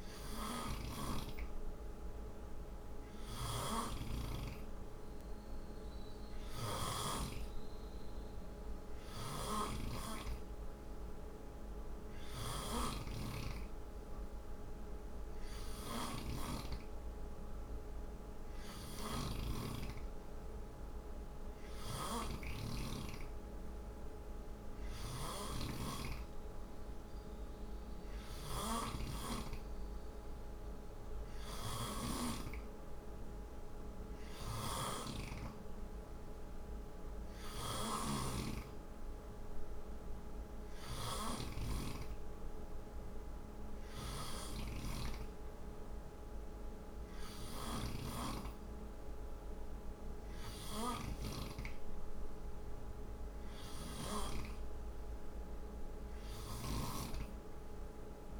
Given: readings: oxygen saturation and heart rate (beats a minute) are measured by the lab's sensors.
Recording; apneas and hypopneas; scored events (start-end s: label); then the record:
breathing in sleep by a room microphone; none
0.00-6.50 s: snoring (device-marked)
8.50-54.00 s: snoring (device-marked)
30.00-58.40 s: new sleep stage, N3 (deep sleep)
56.00-58.40 s: snoring (device-marked)
From the record:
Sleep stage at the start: N2 (light sleep); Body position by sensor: on the right side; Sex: male